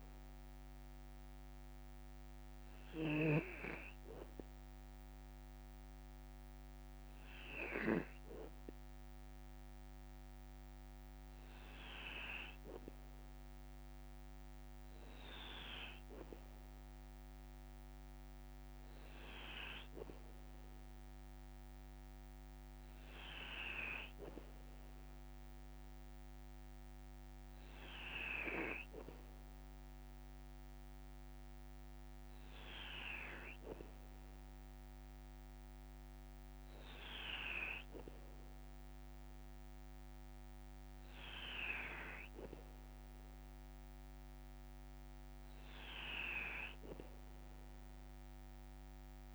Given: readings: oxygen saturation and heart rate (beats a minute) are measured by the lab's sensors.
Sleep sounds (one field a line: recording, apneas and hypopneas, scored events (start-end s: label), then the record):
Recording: breathing in sleep by a microphone on the trachea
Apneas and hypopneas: none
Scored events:
none scored
From the record:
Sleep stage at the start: N2 (light sleep)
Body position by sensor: on the back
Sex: male